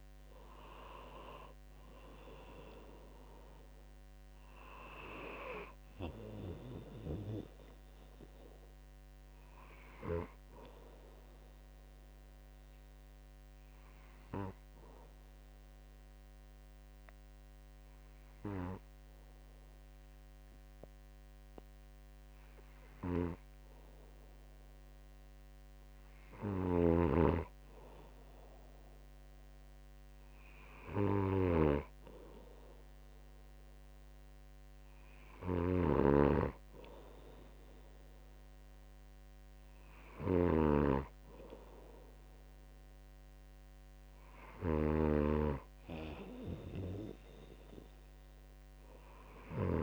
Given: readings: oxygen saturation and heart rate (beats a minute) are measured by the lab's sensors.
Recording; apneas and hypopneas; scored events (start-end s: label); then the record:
breathing in sleep by a microphone on the trachea; 1
12.00-25.50 s: obstructive apnea (oxygen 97% before, 94% lowest, heart rate 65 before, 63 extreme, up 0 after)
27.50-49.83 s: snoring (device-marked)
29.00-31.50 s: arousal
From the record:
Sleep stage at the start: N2 (light sleep); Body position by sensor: on the right side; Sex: male